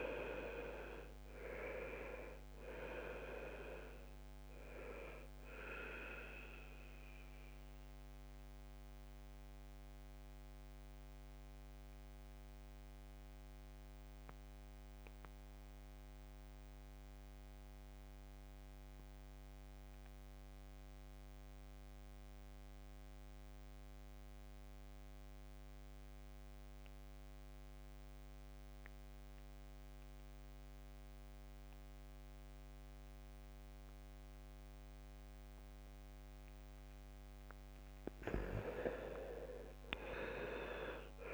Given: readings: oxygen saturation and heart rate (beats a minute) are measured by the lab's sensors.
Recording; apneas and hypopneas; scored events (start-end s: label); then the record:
breathing in sleep by a microphone on the trachea; 1
0.00-25.00 s: oxygen desaturation (device-marked, oxygen 79% lowest, heart rate 59 extreme)
6.50-36.50 s: mixed apnea (oxygen 98% before, 75% lowest, heart rate 67 before, 59 extreme, up 9 after)
33.00-41.34 s: oxygen desaturation (device-marked, oxygen 99% before, 75% lowest, heart rate 66 before, 52 extreme)
38.00-41.34 s: arousal
From the record:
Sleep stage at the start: N2 (light sleep); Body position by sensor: on the back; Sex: male